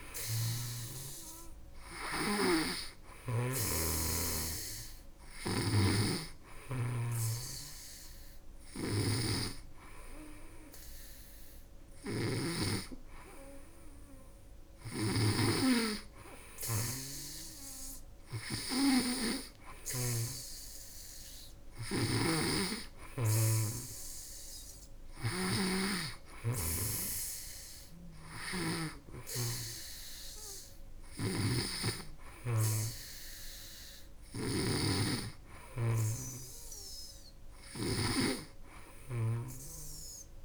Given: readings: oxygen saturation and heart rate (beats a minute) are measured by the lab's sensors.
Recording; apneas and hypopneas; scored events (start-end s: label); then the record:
breathing in sleep by a room microphone; none
0.00-19.50 s: snoring (device-marked)
21.50-40.45 s: snoring (device-marked)
From the record:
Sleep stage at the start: N2 (light sleep); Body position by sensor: on the back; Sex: female